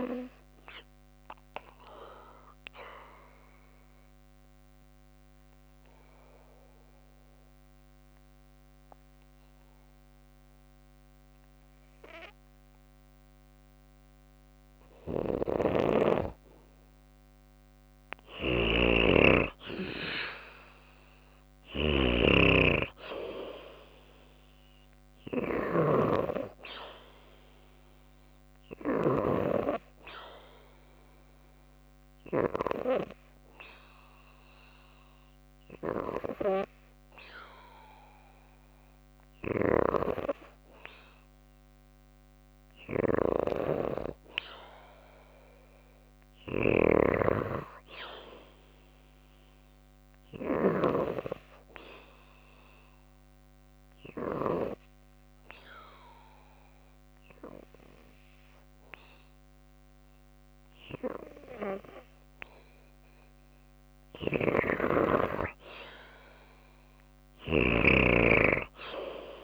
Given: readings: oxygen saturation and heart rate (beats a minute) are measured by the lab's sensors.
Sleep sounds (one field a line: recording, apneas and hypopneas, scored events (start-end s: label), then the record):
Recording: breathing in sleep by a microphone on the trachea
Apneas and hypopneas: 3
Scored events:
1.00-13.50 s: obstructive apnea (oxygen 95% before, 91% lowest, heart rate 57 before, 56 extreme, up 1 after)
17.00-28.50 s: snoring (device-marked)
17.00-41.00 s: oxygen desaturation (device-marked, oxygen 97% before, 91% lowest, heart rate 56 before, 55 extreme)
28.50-39.00 s: obstructive apnea (oxygen 97% before, 91% lowest, heart rate 57 before, 55 extreme, up 0 after)
44.00-47.50 s: arousal
50.50-62.00 s: obstructive apnea (oxygen 97% before, 93% lowest, heart rate 57 before, 56 extreme, up 2 after)
64.50-68.00 s: arousal
From the record:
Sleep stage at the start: N2 (light sleep)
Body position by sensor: on the back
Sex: female